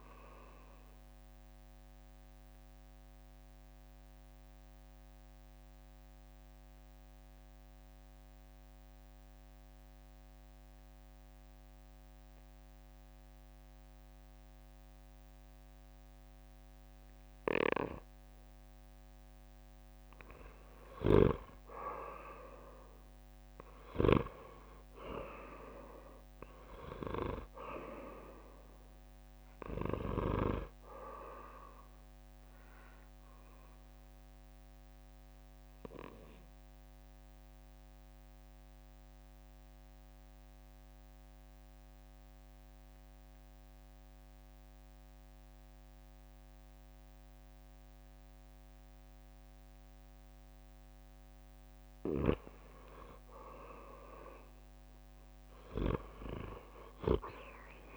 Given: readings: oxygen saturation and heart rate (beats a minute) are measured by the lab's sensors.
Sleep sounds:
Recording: breathing in sleep by a microphone on the trachea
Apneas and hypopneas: 2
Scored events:
0.00-11.00 s: oxygen desaturation (device-marked, oxygen 92% lowest, heart rate 58 extreme)
0.50-20.00 s: obstructive apnea (oxygen 97% before, 89% lowest, heart rate 65 before, 58 extreme, up 11 after)
22.00-44.00 s: oxygen desaturation (device-marked, oxygen 97% before, 89% lowest, heart rate 61 before, 59 extreme)
22.50-26.00 s: arousal
33.00-52.00 s: obstructive apnea (oxygen 97% before, 89% lowest, heart rate 66 before, 53 extreme, up 10 after)
56.00-57.96 s: arousal
From the record:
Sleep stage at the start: N2 (light sleep)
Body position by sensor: on the back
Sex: male

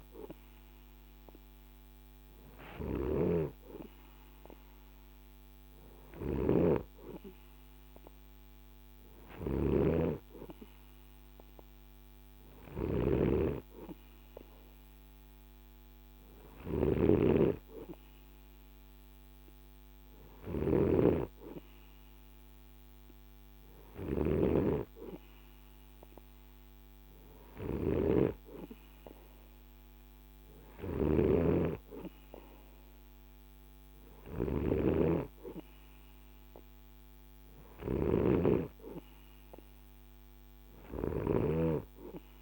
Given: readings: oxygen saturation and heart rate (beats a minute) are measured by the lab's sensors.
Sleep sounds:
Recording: breathing in sleep by a microphone on the trachea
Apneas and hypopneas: none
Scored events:
0.00-2.50 s: snoring (device-marked)
8.50-42.41 s: snoring (device-marked)
From the record:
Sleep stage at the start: N2 (light sleep)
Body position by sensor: on the right side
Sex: male

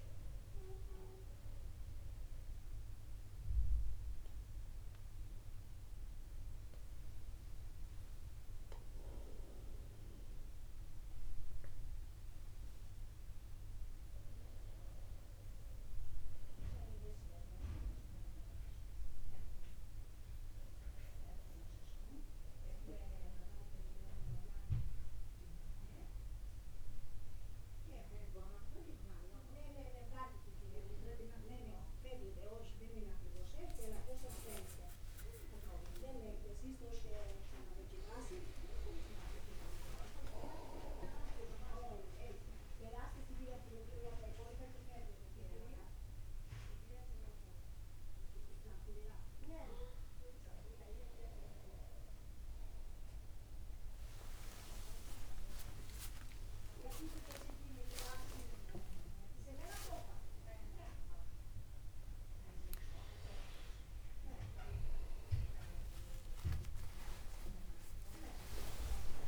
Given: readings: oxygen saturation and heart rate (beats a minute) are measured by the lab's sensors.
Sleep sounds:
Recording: a person awake in a sleep study, by a room microphone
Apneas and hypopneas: none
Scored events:
39.50-41.50 s: long interval between heartbeats (device-marked, heart rate 53 before, 51 extreme)
55.00-57.00 s: long interval between heartbeats (device-marked, heart rate 39 before, 57 extreme)
57.50-59.50 s: long interval between heartbeats (device-marked, heart rate 42 before, 110 extreme)
60.00-62.00 s: long interval between heartbeats (device-marked, heart rate 49 before, 131 extreme)
66.00-68.00 s: long interval between heartbeats (device-marked, heart rate 70 before, 39 extreme)
From the record:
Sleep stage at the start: awake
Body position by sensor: upright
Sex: male

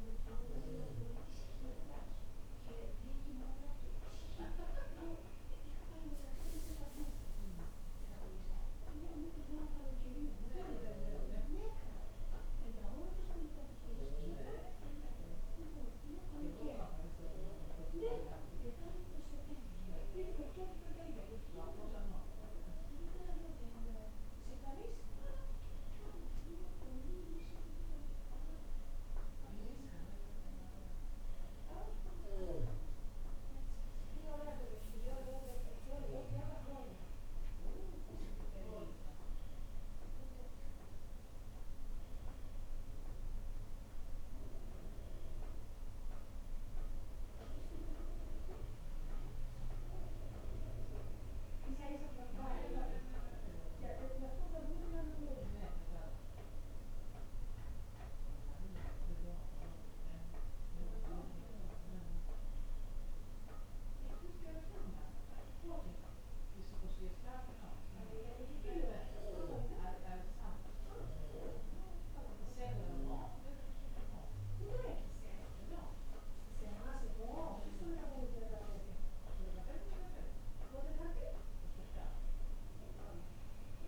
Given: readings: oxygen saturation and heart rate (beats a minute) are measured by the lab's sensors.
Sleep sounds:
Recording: breathing in sleep by a room microphone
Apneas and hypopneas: none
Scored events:
none scored
From the record:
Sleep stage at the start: N1 (lightest sleep)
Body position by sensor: on the right side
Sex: female

